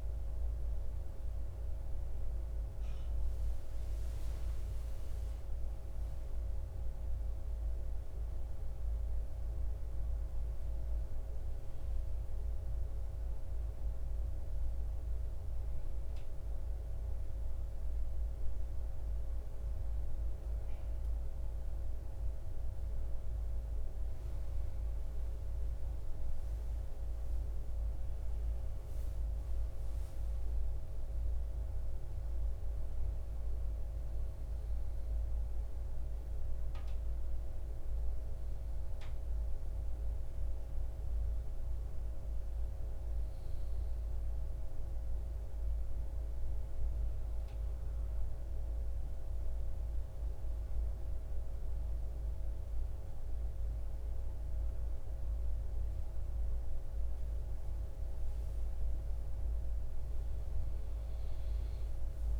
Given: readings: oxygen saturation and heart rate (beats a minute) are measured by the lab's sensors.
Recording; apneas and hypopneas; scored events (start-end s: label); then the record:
breathing in sleep, hard to hear, by a room microphone; 1
0.00-3.50 s: oxygen desaturation (device-marked, oxygen 89% lowest, heart rate 59 extreme)
6.50-10.50 s: arousal
34.50-47.50 s: oxygen desaturation (device-marked, oxygen 96% before, 92% lowest, heart rate 61 before, 54 extreme)
39.50-43.00 s: arousal
45.50-58.00 s: hypopnea (oxygen 96% before, 92% lowest)
From the record:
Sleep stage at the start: N1 (lightest sleep); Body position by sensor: on the back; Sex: male